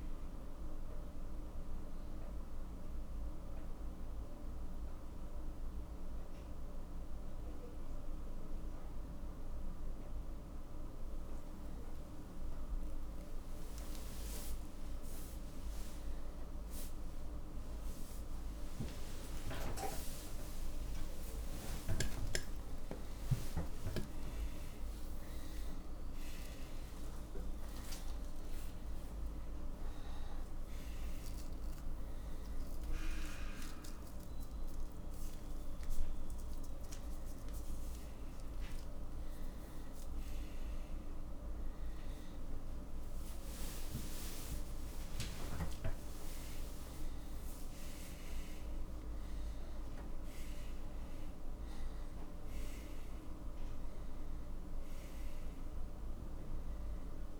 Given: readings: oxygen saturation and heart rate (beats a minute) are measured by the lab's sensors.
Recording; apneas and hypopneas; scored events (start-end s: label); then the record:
a person awake in a sleep study, by a room microphone; none
11.50-57.40 s: new sleep stage, awake
From the record:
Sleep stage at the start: N1 (lightest sleep); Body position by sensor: on the right side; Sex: male